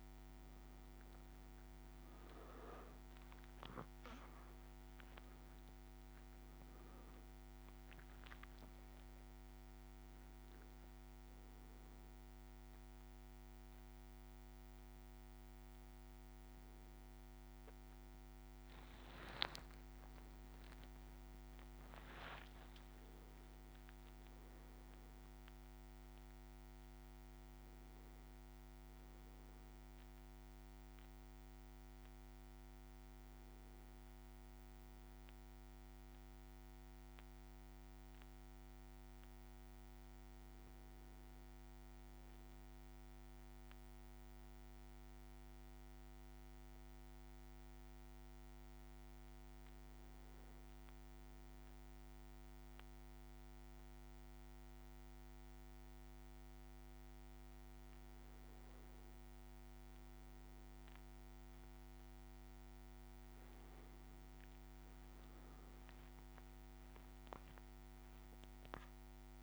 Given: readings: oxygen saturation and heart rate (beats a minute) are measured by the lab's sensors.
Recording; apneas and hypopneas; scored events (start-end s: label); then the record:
breathing in sleep, hard to hear, by a microphone on the trachea; none
0.00-27.00 s: oxygen desaturation (device-marked, oxygen 100% before, 95% lowest, heart rate 57 before, 57 extreme)
4.50-6.00 s: leg movement (device-marked)
16.50-21.00 s: arousal
50.00-69.43 s: new sleep stage, N2 (light sleep)
From the record:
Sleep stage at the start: N1 (lightest sleep); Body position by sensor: on the back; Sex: male